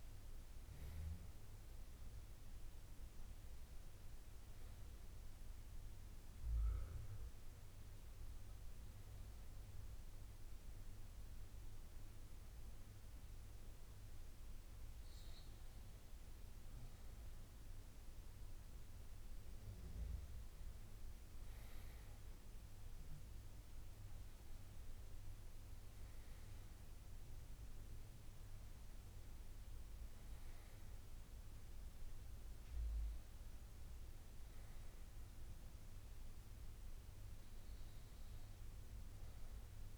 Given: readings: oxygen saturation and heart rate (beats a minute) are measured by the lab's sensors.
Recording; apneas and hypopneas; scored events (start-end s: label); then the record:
breathing in sleep, hard to hear, by a room microphone; none
23.50-37.50 s: oxygen desaturation (device-marked, oxygen 97% before, 94% lowest, heart rate 76 before, 73 extreme)
From the record:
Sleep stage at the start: N1 (lightest sleep); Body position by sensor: on the right side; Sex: male